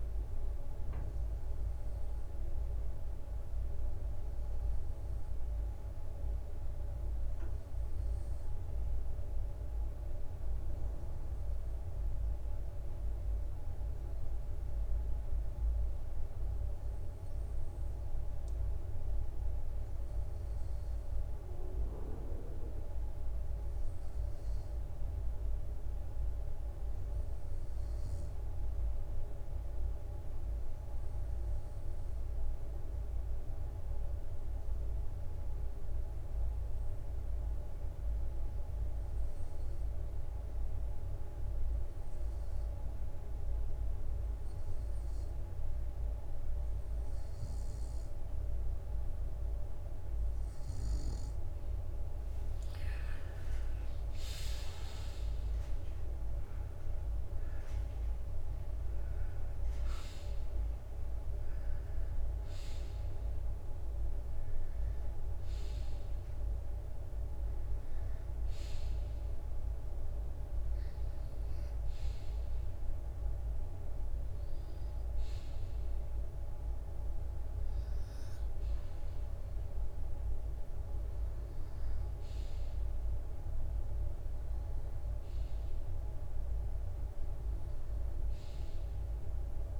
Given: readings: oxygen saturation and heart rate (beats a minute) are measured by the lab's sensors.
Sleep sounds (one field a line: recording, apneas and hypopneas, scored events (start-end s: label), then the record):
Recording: breathing in sleep, hard to hear, by a room microphone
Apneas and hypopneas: 1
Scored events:
2.00-48.50 s: hypopnea (oxygen 97% before, 90% lowest, heart rate 67 before, 63 extreme, up 5 after)
29.00-39.00 s: oxygen desaturation (device-marked, oxygen 95% before, 92% lowest, heart rate 66 before, 63 extreme)
52.00-56.00 s: arousal
55.00-69.00 s: drop in pulse transit time (device-marked, heart rate 65 before, 68 extreme)
From the record:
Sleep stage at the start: N2 (light sleep)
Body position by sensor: on the right side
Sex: male